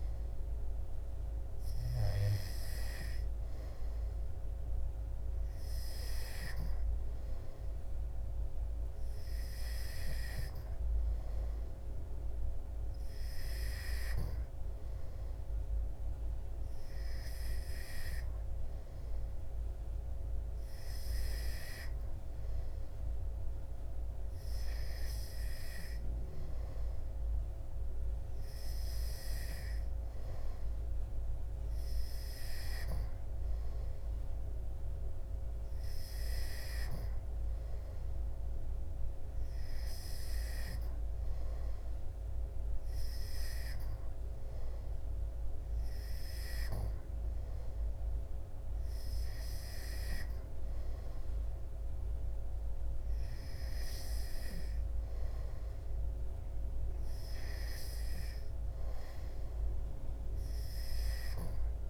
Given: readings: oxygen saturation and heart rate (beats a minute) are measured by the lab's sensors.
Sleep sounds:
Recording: breathing in sleep by a room microphone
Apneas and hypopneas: none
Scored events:
none scored
From the record:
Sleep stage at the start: N2 (light sleep)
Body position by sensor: on the back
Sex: male

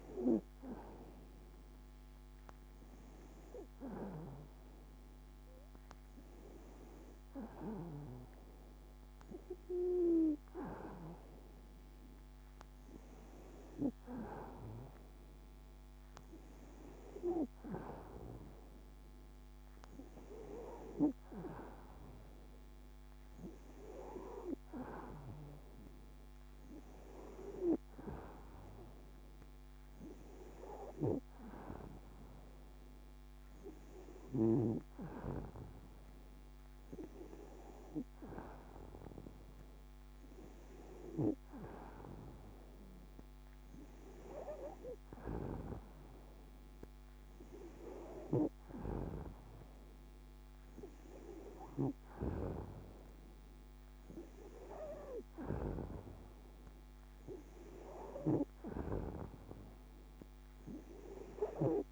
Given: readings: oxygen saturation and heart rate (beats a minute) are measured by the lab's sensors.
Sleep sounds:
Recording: breathing in sleep by a microphone on the trachea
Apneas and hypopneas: none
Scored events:
none scored
From the record:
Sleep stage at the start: N2 (light sleep)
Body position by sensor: on the back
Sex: female

